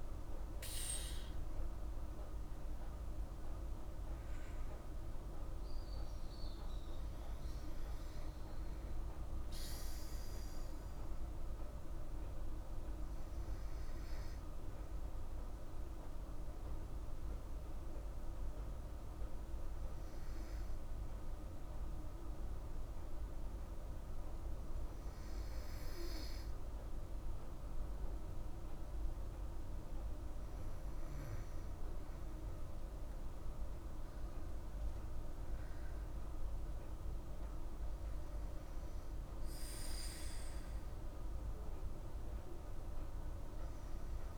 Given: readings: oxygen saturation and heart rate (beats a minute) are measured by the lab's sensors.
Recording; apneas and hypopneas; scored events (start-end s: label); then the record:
breathing in sleep, hard to hear, by a room microphone; 1
0.00-1.00 s: arousal
12.00-27.00 s: mixed apnea (oxygen 98% before, 94% lowest, heart rate 55 before, 51 extreme, up 5 after)
31.00-35.00 s: arousal
From the record:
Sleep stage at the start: N2 (light sleep); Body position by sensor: on the back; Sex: female